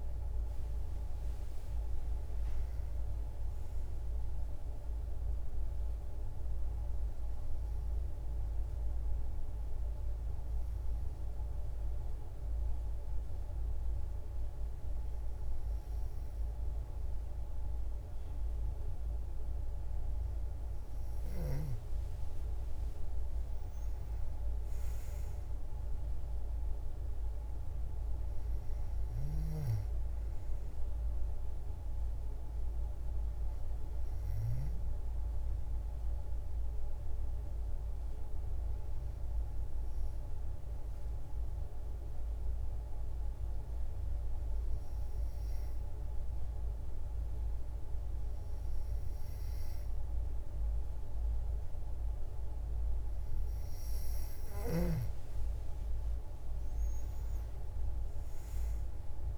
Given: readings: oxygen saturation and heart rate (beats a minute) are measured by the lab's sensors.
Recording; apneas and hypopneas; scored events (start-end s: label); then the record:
breathing in sleep, hard to hear, by a room microphone; 2
0.00-10.00 s: oxygen desaturation (device-marked, oxygen 92% lowest, heart rate 73 extreme)
6.00-19.00 s: hypopnea (oxygen 96% before, 92% lowest, heart rate 98 before, 77 extreme, up 20 after)
22.50-26.00 s: arousal
27.00-48.00 s: oxygen desaturation (device-marked, oxygen 96% before, 93% lowest, heart rate 117 before, 70 extreme)
39.50-54.00 s: obstructive apnea (oxygen 96% before, 92% lowest, heart rate 127 before, 59 extreme, up 35 after)
56.00-59.38 s: arousal
57.00-59.38 s: oxygen desaturation (device-marked, oxygen 96% before, 92% lowest, heart rate 111 before, 59 extreme)
From the record:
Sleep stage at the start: N2 (light sleep); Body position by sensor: on the back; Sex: female